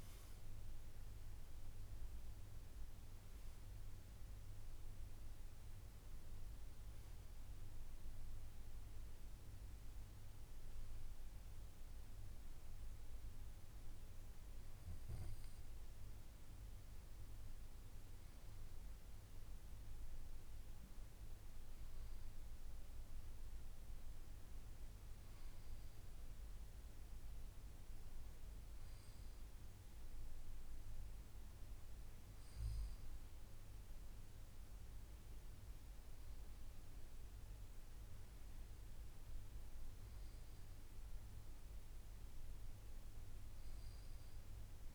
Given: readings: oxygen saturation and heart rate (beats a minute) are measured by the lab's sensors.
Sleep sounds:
breathing in sleep, hard to hear, by a room microphone; none
none scored
From the record:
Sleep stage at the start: N2 (light sleep); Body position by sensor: on the back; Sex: male

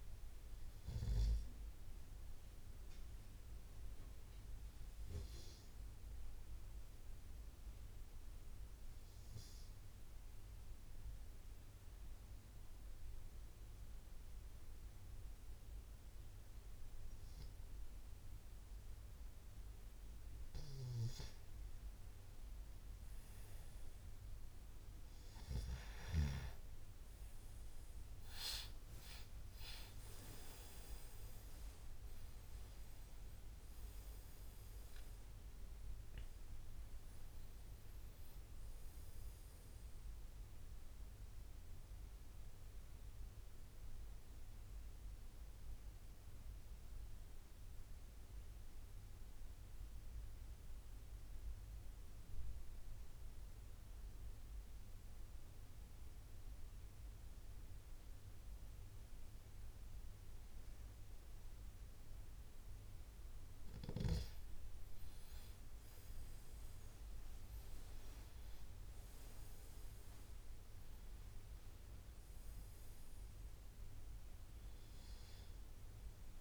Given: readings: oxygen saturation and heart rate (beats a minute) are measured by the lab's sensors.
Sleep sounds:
breathing in sleep by a room microphone; 2
0.00-14.50 s: oxygen desaturation (device-marked, oxygen 92% lowest, heart rate 69 extreme)
4.00-20.00 s: obstructive apnea (oxygen 96% before, 91% lowest, heart rate 75 before, 69 extreme, up 6 after)
28.00-34.00 s: arousal
29.50-43.50 s: oxygen desaturation (device-marked, oxygen 96% before, 91% lowest, heart rate 74 before, 60 extreme)
42.00-63.00 s: mixed apnea (oxygen 97% before, 91% lowest, heart rate 79 before, 60 extreme, up 17 after)
65.50-69.50 s: arousal
From the record:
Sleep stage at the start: N2 (light sleep); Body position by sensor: on the left side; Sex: male

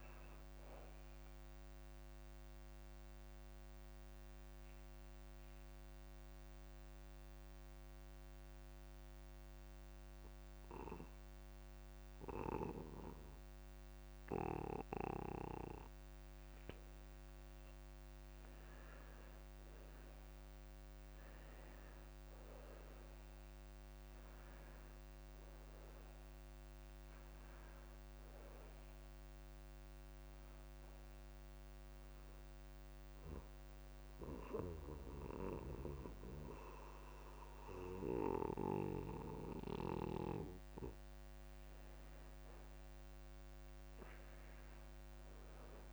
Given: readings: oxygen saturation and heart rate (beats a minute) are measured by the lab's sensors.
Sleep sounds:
breathing in sleep by a microphone on the trachea; 2
2.50-16.00 s: central apnea (oxygen 99% before, 91% lowest)
20.00-23.00 s: arousal
22.00-45.00 s: oxygen desaturation (device-marked, oxygen 97% before, 91% lowest)
31.50-41.50 s: central apnea (oxygen 98% before, 83% lowest)
44.00-45.93 s: arousal
From the record:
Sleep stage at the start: N2 (light sleep); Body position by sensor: on the back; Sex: male

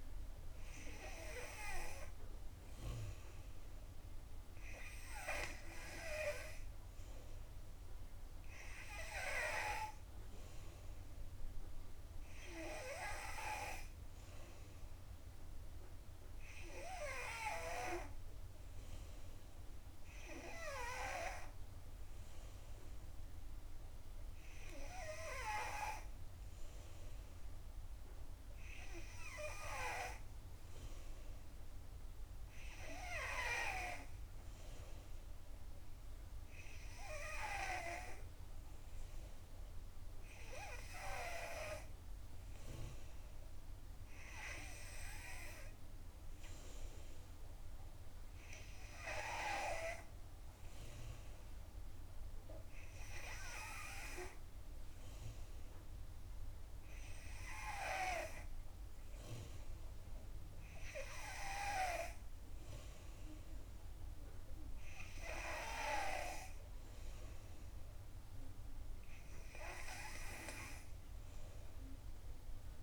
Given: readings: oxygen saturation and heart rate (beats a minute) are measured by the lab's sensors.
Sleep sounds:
breathing in sleep by a room microphone; none
none scored
From the record:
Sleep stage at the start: N2 (light sleep); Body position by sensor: on the back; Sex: female

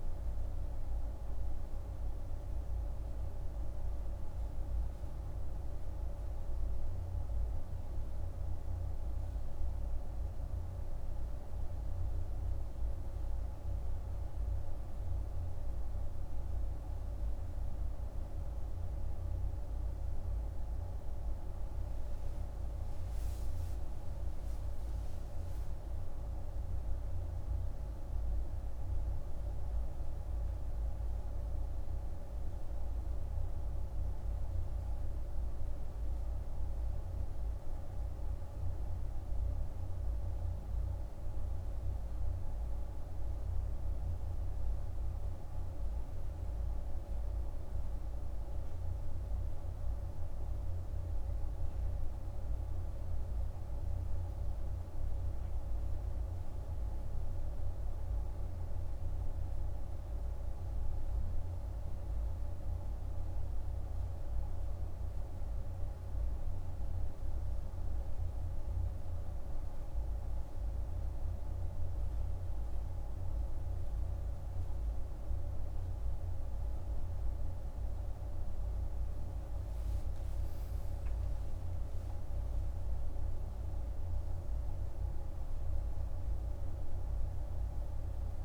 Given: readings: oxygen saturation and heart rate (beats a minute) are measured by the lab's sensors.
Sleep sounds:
breathing in sleep, hard to hear, by a room microphone; none
27.50-88.45 s: new sleep stage, N1 (lightest sleep)
78.00-82.50 s: arousal
From the record:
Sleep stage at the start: N2 (light sleep); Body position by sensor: on the back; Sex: male

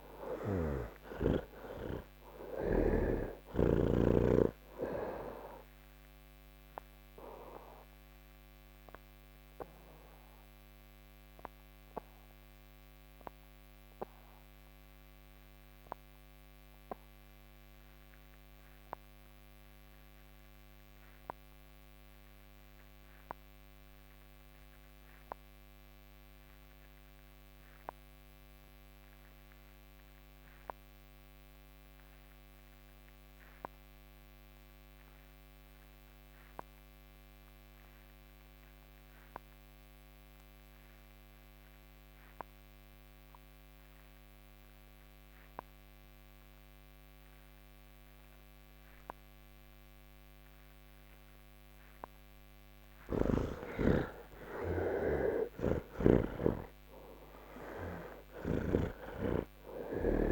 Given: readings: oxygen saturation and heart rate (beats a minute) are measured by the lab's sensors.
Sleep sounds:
breathing in sleep by a microphone on the trachea; 1
0.00-3.00 s: snoring (device-marked)
0.00-21.00 s: oxygen desaturation (device-marked, oxygen 64% lowest, heart rate 84 extreme)
8.00-51.50 s: mixed apnea (oxygen 89% before, 64% lowest, heart rate 124 before, 75 extreme, up 9 after)
29.00-60.32 s: oxygen desaturation (device-marked, oxygen 96% before, 64% lowest, heart rate 119 before, 75 extreme)
From the record:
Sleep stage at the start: N2 (light sleep); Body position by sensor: on the back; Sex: male

